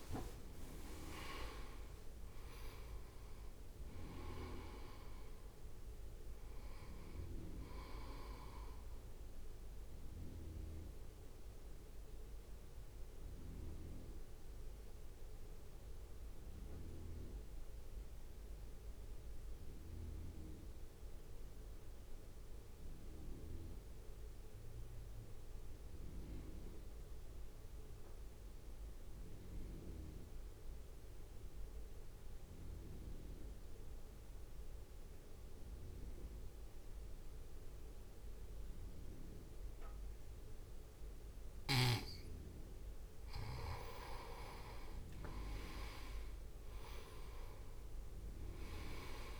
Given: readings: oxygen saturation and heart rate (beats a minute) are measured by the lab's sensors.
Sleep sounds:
breathing in sleep by a room microphone; 1
0.00-8.50 s: oxygen desaturation (device-marked, oxygen 89% lowest, heart rate 52 extreme)
0.50-15.50 s: drop in pulse transit time (device-marked, heart rate 58 before, 52 extreme)
10.50-42.00 s: mixed apnea (oxygen 98% before, 88% lowest, heart rate 58 before, 52 extreme, up 1 after)
44.50-47.50 s: arousal
44.50-49.40 s: oxygen desaturation (device-marked, oxygen 98% before, 89% lowest, heart rate 63 before, 54 extreme)
From the record:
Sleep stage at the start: N2 (light sleep); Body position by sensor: on the right side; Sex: male

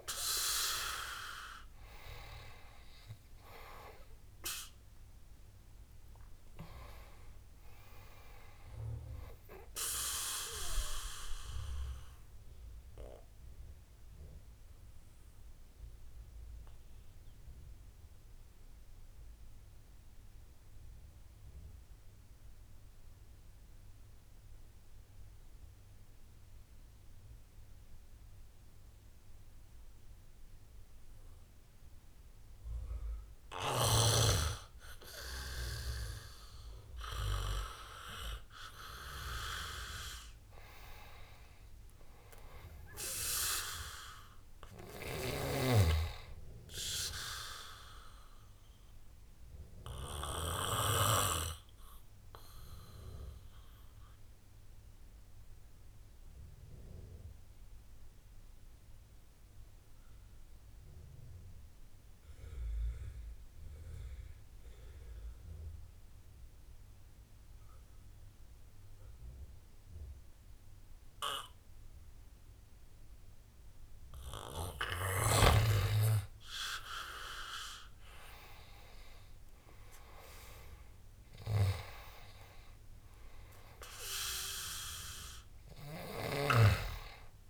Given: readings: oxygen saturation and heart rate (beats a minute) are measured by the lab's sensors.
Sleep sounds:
breathing in sleep by a room microphone; 2
0.00-28.50 s: oxygen desaturation (device-marked, oxygen 85% lowest, heart rate 66 extreme)
11.00-34.50 s: obstructive apnea (oxygen 97% before, 85% lowest, heart rate 78 before, 66 extreme, up 11 after)
36.00-39.50 s: arousal
40.50-65.50 s: oxygen desaturation (device-marked, oxygen 99% before, 89% lowest, heart rate 69 before, 69 extreme)
49.50-74.00 s: obstructive apnea (oxygen 99% before, 88% lowest, heart rate 72 before, 69 extreme, up 9 after)
75.50-87.50 s: oxygen desaturation (device-marked, oxygen 98% before, 92% lowest, heart rate 70 before, 67 extreme)
76.50-80.50 s: arousal
From the record:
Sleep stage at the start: N2 (light sleep); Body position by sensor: on the back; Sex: male

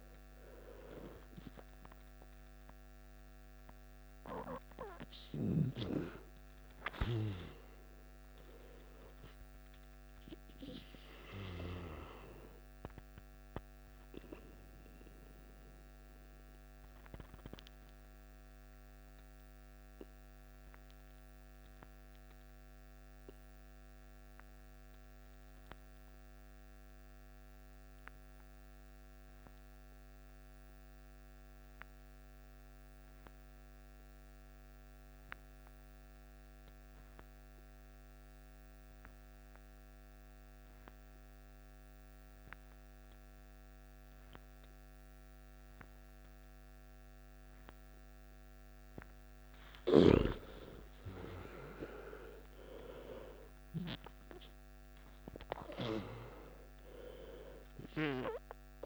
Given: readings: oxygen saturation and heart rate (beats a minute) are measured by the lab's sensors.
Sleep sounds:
breathing in sleep by a microphone on the trachea; 1
0.00-24.50 s: oxygen desaturation (device-marked, oxygen 89% lowest, heart rate 53 extreme)
15.00-48.50 s: obstructive apnea (oxygen 95% before, 89% lowest, heart rate 65 before, 53 extreme, up 14 after)
40.50-58.86 s: oxygen desaturation (device-marked, oxygen 98% before, 89% lowest, heart rate 54 before, 53 extreme)
50.50-53.50 s: arousal
From the record:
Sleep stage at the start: N2 (light sleep); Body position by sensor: on the back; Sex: male

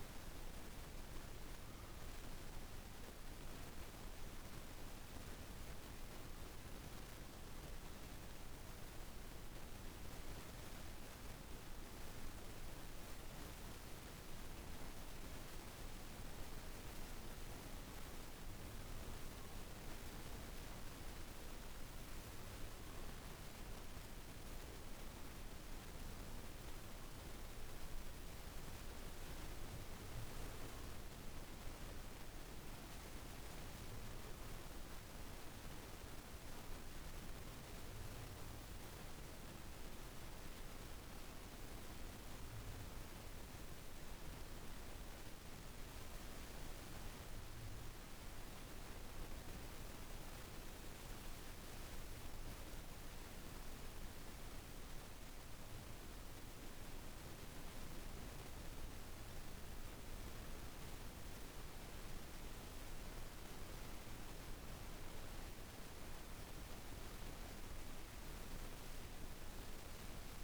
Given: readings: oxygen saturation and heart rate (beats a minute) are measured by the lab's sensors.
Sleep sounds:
breathing in sleep, hard to hear, by a room microphone; 1
18.00-45.00 s: oxygen desaturation (device-marked, oxygen 98% before, 94% lowest)
48.00-60.00 s: hypopnea (oxygen 97% before, 91% lowest)
60.00-63.50 s: arousal
62.00-70.44 s: oxygen desaturation (device-marked, oxygen 97% before, 91% lowest)
From the record:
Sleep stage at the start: N2 (light sleep); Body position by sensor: on the right side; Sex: female

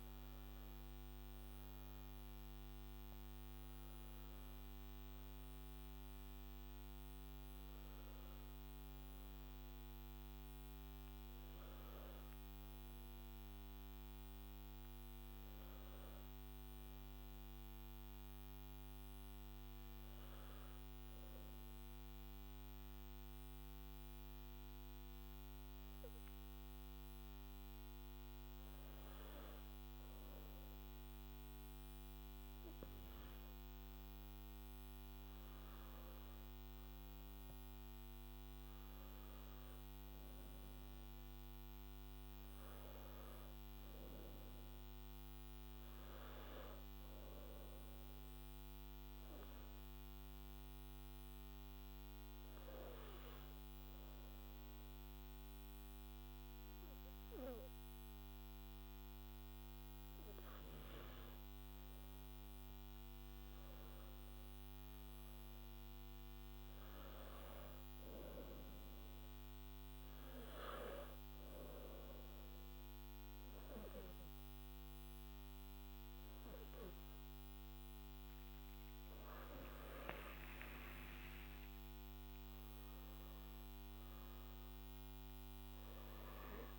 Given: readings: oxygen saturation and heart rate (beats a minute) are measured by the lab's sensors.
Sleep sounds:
breathing in sleep, hard to hear, by a microphone on the trachea; 2
0.00-3.00 s: oxygen desaturation (device-marked, oxygen 92% lowest, heart rate 51 extreme)
16.50-32.00 s: hypopnea (oxygen 97% before, 94% lowest, heart rate 56 before, 51 extreme, up 8 after)
48.50-62.00 s: obstructive apnea (oxygen 98% before, 94% lowest, heart rate 55 before, 49 extreme, up 7 after)
From the record:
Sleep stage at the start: N2 (light sleep); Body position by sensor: on the back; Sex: male

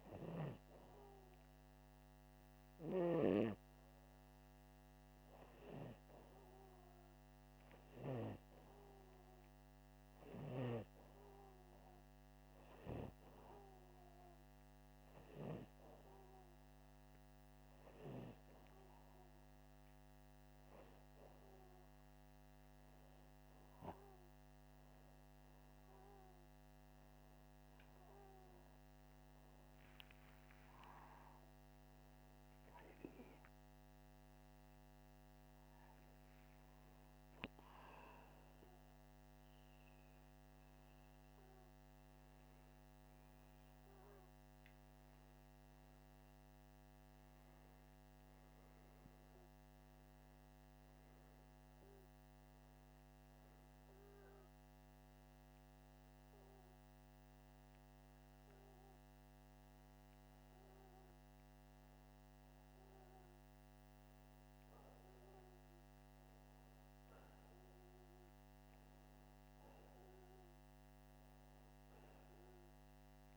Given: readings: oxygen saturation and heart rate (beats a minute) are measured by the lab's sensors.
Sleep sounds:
breathing in sleep by a microphone on the trachea; none
32.00-36.50 s: arousal
From the record:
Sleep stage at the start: N2 (light sleep); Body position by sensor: upright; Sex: male

